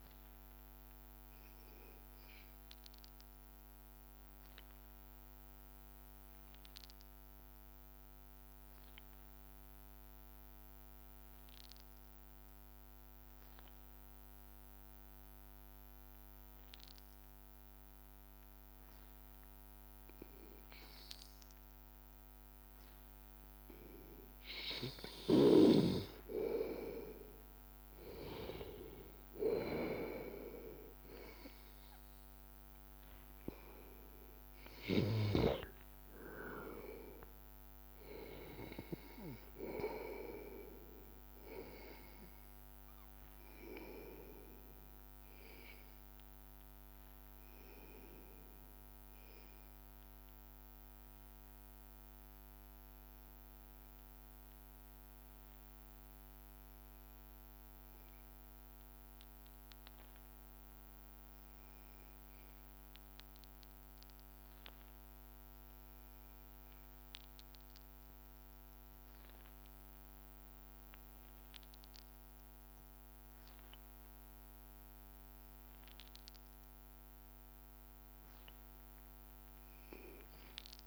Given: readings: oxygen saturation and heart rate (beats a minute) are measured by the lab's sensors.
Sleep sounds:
breathing in sleep by a microphone on the trachea; 2
0.00-5.50 s: oxygen desaturation (device-marked, oxygen 93% lowest, heart rate 79 extreme)
1.50-25.00 s: hypopnea (oxygen 96% before, 94% lowest, heart rate 83 before, 79 extreme, up 4 after)
15.00-17.00 s: long interval between heartbeats (device-marked, heart rate 82 before, 89 extreme)
23.50-53.50 s: oxygen desaturation (device-marked, oxygen 98% before, 94% lowest, heart rate 84 before, 81 extreme)
29.50-33.50 s: arousal
46.50-76.50 s: hypopnea (oxygen 97% before, 92% lowest, heart rate 84 before, 80 extreme, up 2 after)
76.50-80.00 s: arousal
78.50-80.87 s: oxygen desaturation (device-marked, oxygen 98% before, 92% lowest, heart rate 81 before, 79 extreme)
From the record:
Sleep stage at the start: N2 (light sleep); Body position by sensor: on the back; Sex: male

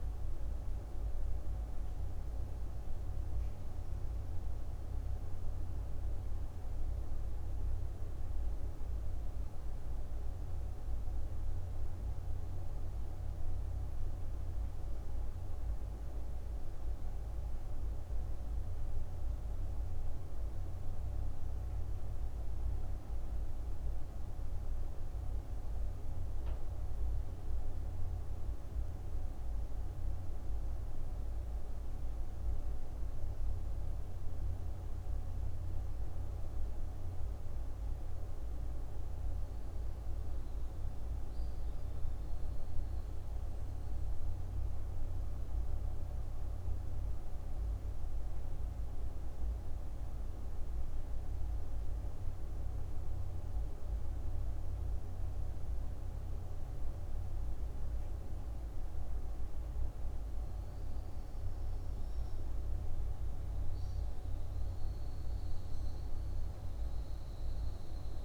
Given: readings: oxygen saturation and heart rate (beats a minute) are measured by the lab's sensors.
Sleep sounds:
breathing in sleep, hard to hear, by a room microphone; none
none scored
From the record:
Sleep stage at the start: N2 (light sleep); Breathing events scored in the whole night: 366 in 5.5 hours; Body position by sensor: on the back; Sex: female

